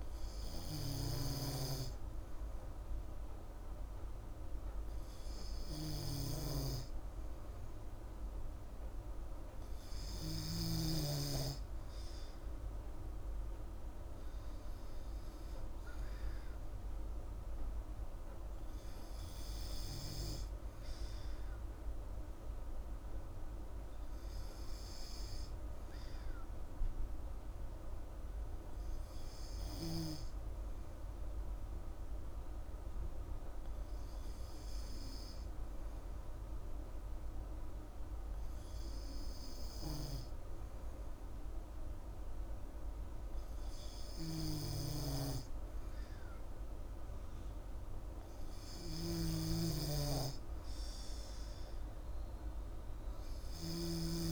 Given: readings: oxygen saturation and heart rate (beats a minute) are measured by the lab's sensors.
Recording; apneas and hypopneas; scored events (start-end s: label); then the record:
breathing in sleep by a room microphone; none
49.00-54.32 s: snoring (device-marked)
From the record:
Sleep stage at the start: N2 (light sleep); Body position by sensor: on the back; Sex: female